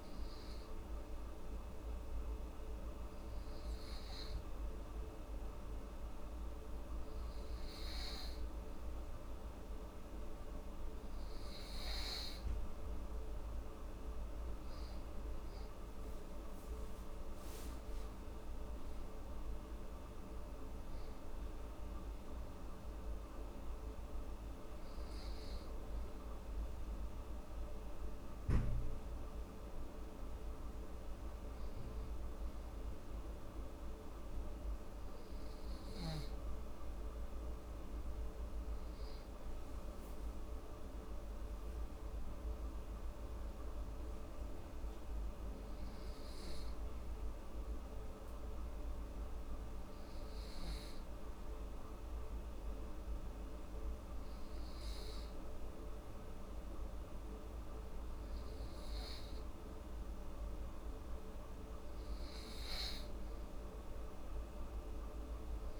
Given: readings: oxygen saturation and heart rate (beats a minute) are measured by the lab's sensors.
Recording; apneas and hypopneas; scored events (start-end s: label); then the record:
breathing in sleep, hard to hear, by a room microphone; 2
0.50-13.00 s: obstructive apnea (oxygen 97% before, 91% lowest, heart rate 74 before, 71 extreme, up 4 after)
15.00-41.00 s: oxygen desaturation (device-marked, oxygen 95% before, 91% lowest, heart rate 74 before, 71 extreme)
15.50-19.50 s: arousal
39.50-43.00 s: arousal
45.00-61.00 s: hypopnea (oxygen 96% before, 92% lowest, heart rate 73 before, 73 extreme, up 4 after)
From the record:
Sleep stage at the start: N2 (light sleep); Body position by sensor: on the back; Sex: female